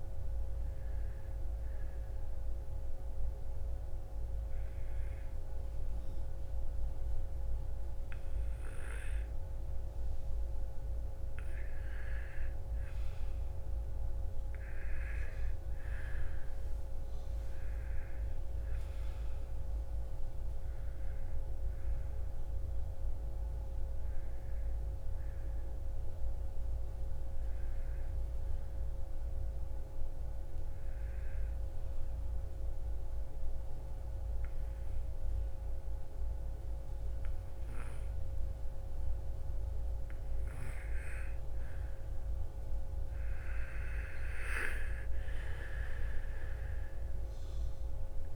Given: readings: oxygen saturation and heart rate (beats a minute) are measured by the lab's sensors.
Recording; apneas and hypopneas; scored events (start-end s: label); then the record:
breathing in sleep by a room microphone; 2
0.00-6.50 s: oxygen desaturation (device-marked, oxygen 90% lowest, heart rate 55 extreme)
2.00-12.00 s: obstructive apnea (oxygen 98% before, 90% lowest, heart rate 62 before, 55 extreme, up 8 after)
13.50-18.00 s: arousal
23.50-33.50 s: oxygen desaturation (device-marked, oxygen 96% before, 92% lowest, heart rate 59 before, 57 extreme)
31.50-41.50 s: obstructive apnea (oxygen 97% before, 91% lowest, heart rate 61 before, 54 extreme, up 8 after)
43.00-47.00 s: arousal
46.50-48.36 s: oxygen desaturation (device-marked, oxygen 97% before, 91% lowest, heart rate 59 before, 54 extreme)
From the record:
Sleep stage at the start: N2 (light sleep); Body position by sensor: on the right side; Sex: female